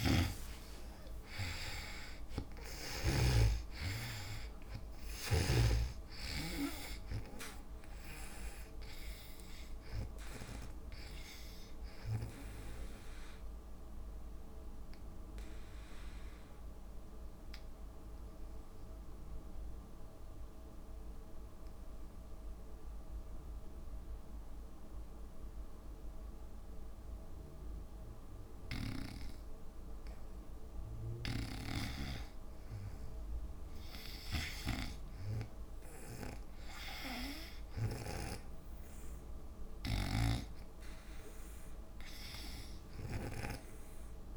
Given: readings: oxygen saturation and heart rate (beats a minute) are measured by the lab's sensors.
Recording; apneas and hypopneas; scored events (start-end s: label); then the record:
breathing in sleep by a room microphone; 1
0.00-3.50 s: arousal
0.00-3.50 s: snoring (device-marked)
0.00-21.50 s: oxygen desaturation (device-marked, oxygen 80% lowest, heart rate 57 extreme)
14.00-31.00 s: obstructive apnea (oxygen 95% before, 80% lowest, heart rate 71 before, 57 extreme, up 6 after)
31.50-38.00 s: snoring (device-marked)
33.00-36.50 s: arousal
38.50-44.37 s: drop in pulse transit time (device-marked, heart rate 60 before, 59 extreme)
38.50-44.37 s: oxygen desaturation (device-marked, oxygen 98% before, 87% lowest, heart rate 60 before, 58 extreme)
40.00-43.50 s: snoring (device-marked)
42.50-44.37 s: long interval between heartbeats (device-marked, heart rate 62 before, 70 extreme)
From the record:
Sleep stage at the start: N2 (light sleep); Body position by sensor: on the back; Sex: female